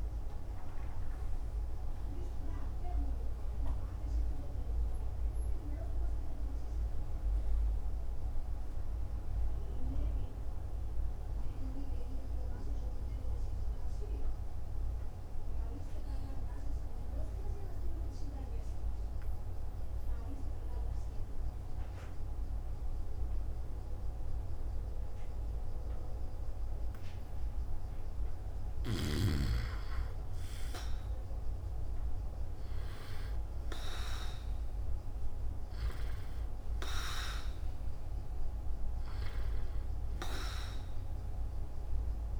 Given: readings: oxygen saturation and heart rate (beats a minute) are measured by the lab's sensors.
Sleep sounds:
breathing in sleep by a room microphone; 1
4.00-42.40 s: new sleep stage, N2 (light sleep)
16.50-28.00 s: obstructive apnea (oxygen 97% before, 92% lowest, heart rate 59 before, 52 extreme, up 0 after)
31.00-35.50 s: arousal
40.00-42.40 s: oxygen desaturation (device-marked, oxygen 97% before, 92% lowest, heart rate 53 before, 49 extreme)
From the record:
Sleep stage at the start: N1 (lightest sleep); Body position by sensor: on the back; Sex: male

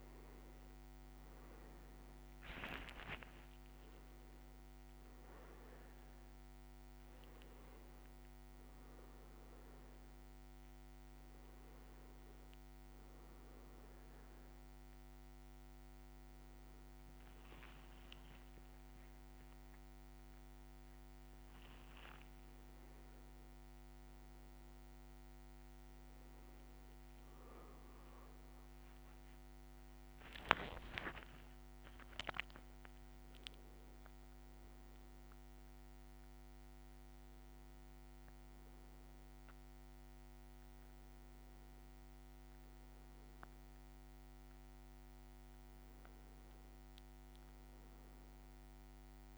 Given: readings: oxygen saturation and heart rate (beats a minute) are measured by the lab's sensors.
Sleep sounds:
a person partly awake in a sleep study, hard to hear, by a microphone on the trachea; none
22.00-49.38 s: new sleep stage, N1 (lightest sleep)
46.00-49.00 s: leg movement (device-marked)
From the record:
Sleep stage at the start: awake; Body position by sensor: on the back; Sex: male

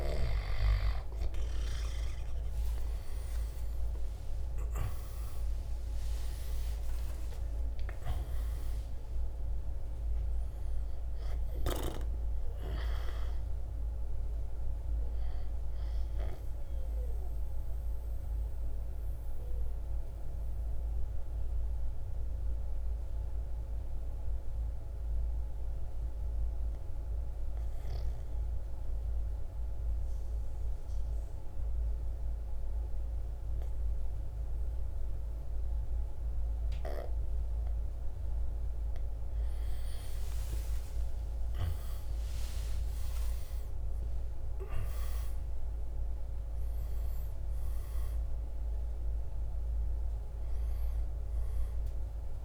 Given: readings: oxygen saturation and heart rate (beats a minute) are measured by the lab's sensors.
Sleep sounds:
breathing in sleep by a room microphone; 1
3.00-8.00 s: arousal
6.00-24.00 s: oxygen desaturation (device-marked, oxygen 97% before, 93% lowest, heart rate 55 before, 51 extreme)
7.00-21.00 s: drop in pulse transit time (device-marked, heart rate 55 before, 52 extreme)
16.50-37.50 s: obstructive apnea (oxygen 97% before, 88% lowest, heart rate 60 before, 51 extreme, up 7 after)
26.00-36.00 s: oxygen desaturation (device-marked, oxygen 95% before, 90% lowest, heart rate 58 before, 54 extreme)
40.00-45.00 s: arousal
45.00-52.45 s: drop in pulse transit time (device-marked, heart rate 55 before, 59 extreme)
45.00-52.45 s: oxygen desaturation (device-marked, oxygen 98% before, 88% lowest, heart rate 55 before, 54 extreme)
From the record:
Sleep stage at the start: N2 (light sleep); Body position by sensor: on the right side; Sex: male

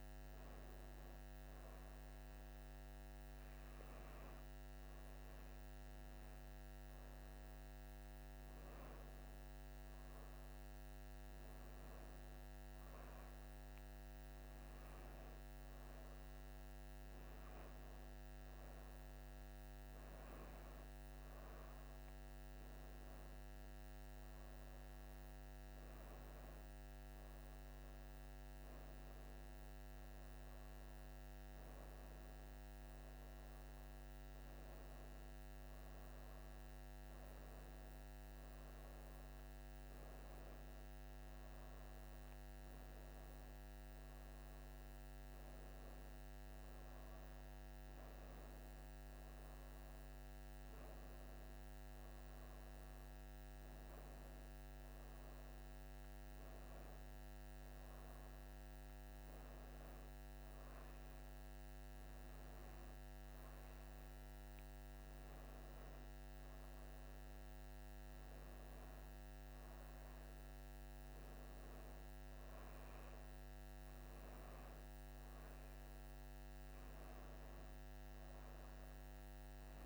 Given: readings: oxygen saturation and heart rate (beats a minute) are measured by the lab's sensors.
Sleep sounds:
breathing in sleep, hard to hear, by a microphone on the trachea; none
none scored
From the record:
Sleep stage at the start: N2 (light sleep); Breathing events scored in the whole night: 366 in 5.5 hours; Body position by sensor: on the back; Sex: female

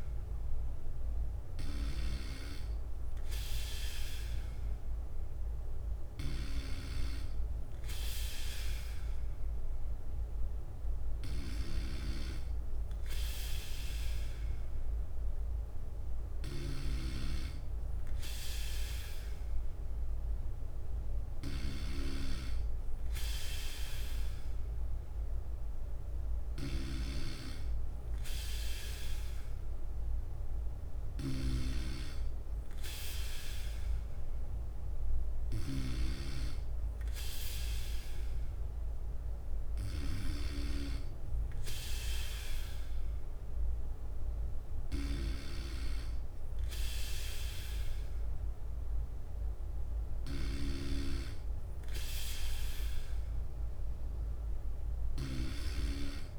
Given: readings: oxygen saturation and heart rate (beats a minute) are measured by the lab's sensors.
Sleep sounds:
breathing in sleep by a room microphone; none
0.00-9.50 s: bradycardia (device-marked, heart rate 58 extreme)
11.50-41.50 s: bradycardia (device-marked, heart rate 59 before, 57 extreme)
44.50-56.39 s: bradycardia (device-marked, heart rate 59 before, 57 extreme)
From the record:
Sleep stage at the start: N3 (deep sleep); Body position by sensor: on the back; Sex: male

